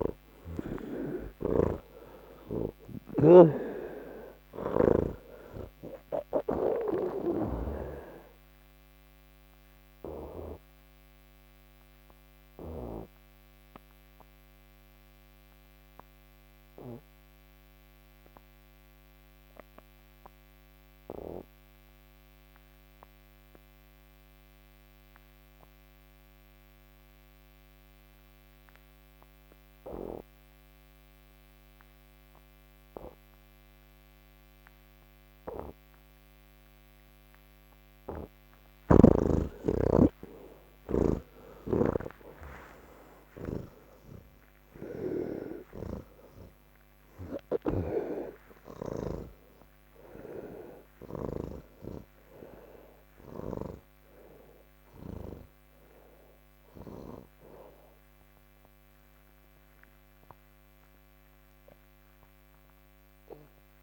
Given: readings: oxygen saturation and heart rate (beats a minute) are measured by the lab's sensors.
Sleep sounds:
breathing in sleep by a microphone on the trachea; none
0.00-7.50 s: snoring (device-marked)
0.00-24.00 s: oxygen desaturation (device-marked, oxygen 82% lowest, heart rate 71 extreme)
31.00-43.00 s: oxygen desaturation (device-marked, oxygen 99% before, 92% lowest, heart rate 73 before, 69 extreme)
43.00-51.00 s: snoring (device-marked)
45.00-63.83 s: oxygen desaturation (device-marked, oxygen 97% before, 84% lowest, heart rate 85 before, 69 extreme)
From the record:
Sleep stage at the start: N1 (lightest sleep); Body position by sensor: on the back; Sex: male

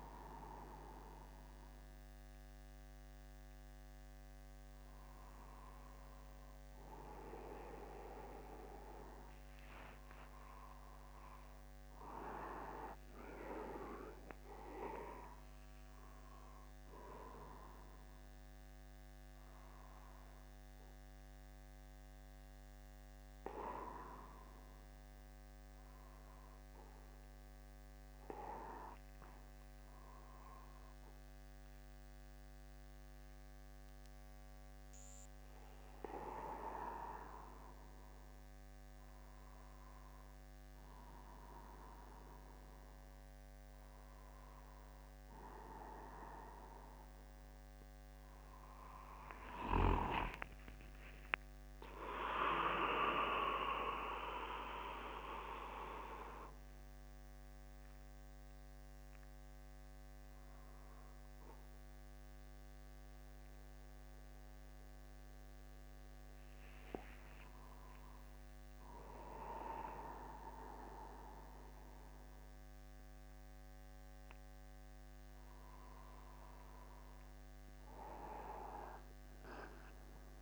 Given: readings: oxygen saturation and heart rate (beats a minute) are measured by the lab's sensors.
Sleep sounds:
a person partly awake in a sleep study, by a microphone on the trachea; none
11.00-15.50 s: arousal
49.00-51.00 s: long interval between heartbeats (device-marked, heart rate 52 before, 68 extreme)
51.50-53.50 s: long interval between heartbeats (device-marked, heart rate 58 before, 126 extreme)
59.50-80.42 s: new sleep stage, awake
67.00-69.00 s: long interval between heartbeats (device-marked, heart rate 79 before, 75 extreme)
From the record:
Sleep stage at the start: N1 (lightest sleep); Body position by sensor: upright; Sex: male

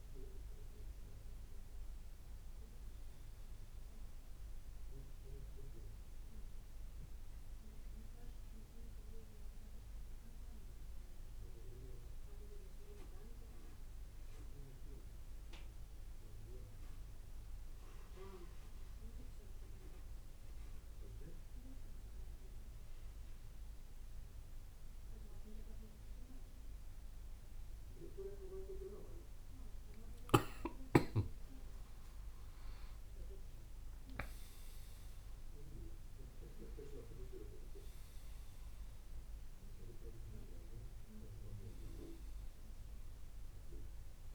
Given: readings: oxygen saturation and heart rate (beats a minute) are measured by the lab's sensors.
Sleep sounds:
breathing in sleep by a room microphone; none
27.50-44.35 s: tachycardia (device-marked)
31.00-33.00 s: leg movement (device-marked)
From the record:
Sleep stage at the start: N2 (light sleep); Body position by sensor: on the back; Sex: male

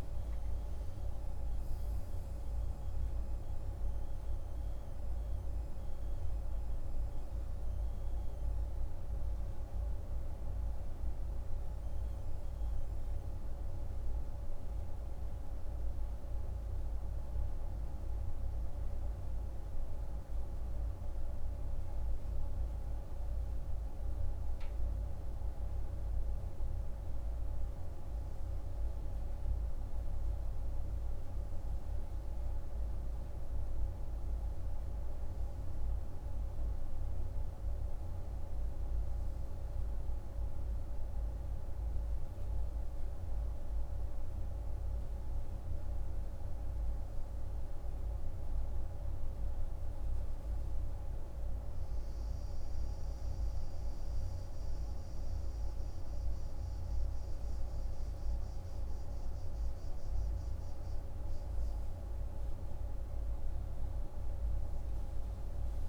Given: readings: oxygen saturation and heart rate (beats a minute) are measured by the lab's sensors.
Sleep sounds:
breathing in sleep, hard to hear, by a room microphone; none
0.00-2.50 s: arousal
63.50-65.89 s: arousal
From the record:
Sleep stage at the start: N2 (light sleep); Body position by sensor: on the right side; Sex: male

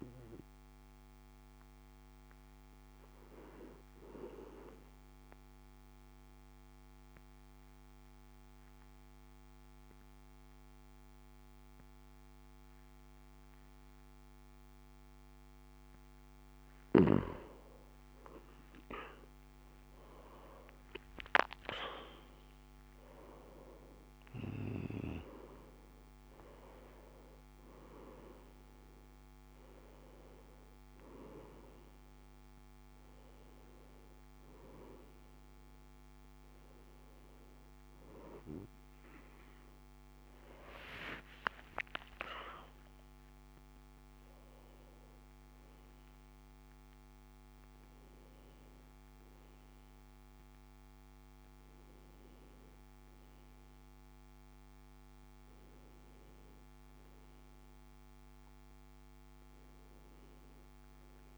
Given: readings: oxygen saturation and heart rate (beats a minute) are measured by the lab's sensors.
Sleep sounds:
breathing in sleep by a microphone on the trachea; 1
4.00-16.50 s: obstructive apnea (oxygen 93% before, 89% lowest, heart rate 59 before, 58 extreme, up 8 after)
18.50-22.50 s: arousal
20.50-46.50 s: oxygen desaturation (device-marked, oxygen 93% before, 89% lowest, heart rate 59 before, 60 extreme)
From the record:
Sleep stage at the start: N2 (light sleep); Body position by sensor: on the back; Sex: male

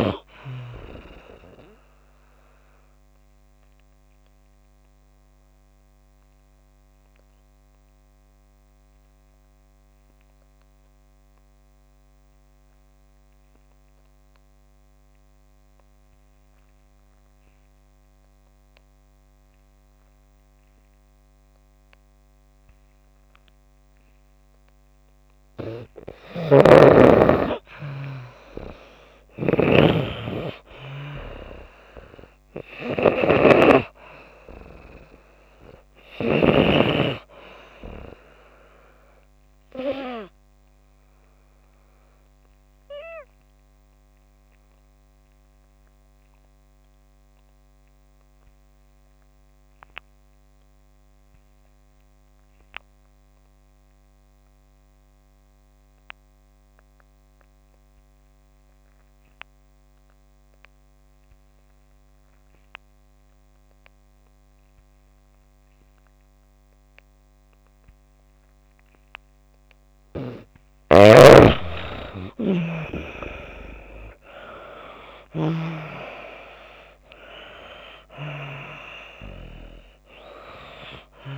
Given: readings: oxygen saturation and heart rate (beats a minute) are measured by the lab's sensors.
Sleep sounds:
breathing in sleep by a microphone on the trachea; 2
0.00-27.00 s: oxygen desaturation (device-marked, oxygen 78% lowest)
2.00-24.00 s: obstructive apnea (oxygen 96% before, 78% lowest)
26.00-33.50 s: snoring (device-marked)
28.50-32.50 s: arousal
39.00-68.50 s: obstructive apnea (oxygen 97% before, 79% lowest)
41.00-59.00 s: oxygen desaturation (device-marked, oxygen 96% before, 87% lowest)
66.00-81.37 s: oxygen desaturation (device-marked, oxygen 96% before, 79% lowest)
70.50-75.50 s: snoring (device-marked)
71.00-74.50 s: arousal
From the record:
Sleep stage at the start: N2 (light sleep); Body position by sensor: on the back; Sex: female

